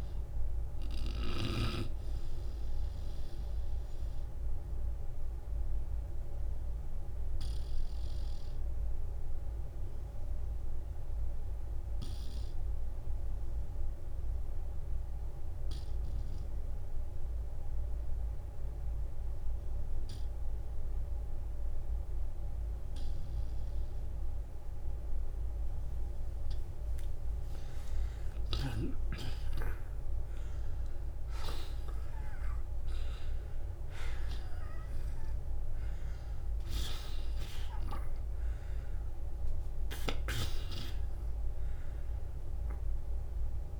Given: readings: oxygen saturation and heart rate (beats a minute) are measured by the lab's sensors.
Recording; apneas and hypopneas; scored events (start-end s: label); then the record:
breathing in sleep by a room microphone; 1
2.50-26.00 s: obstructive apnea (oxygen 95% before, 84% lowest, heart rate 62 before, 44 extreme, up 12 after)
8.00-25.00 s: oxygen desaturation (device-marked, oxygen 92% before, 84% lowest, heart rate 67 before, 46 extreme)
27.50-31.00 s: arousal
From the record:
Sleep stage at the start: N2 (light sleep); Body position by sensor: on the back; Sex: male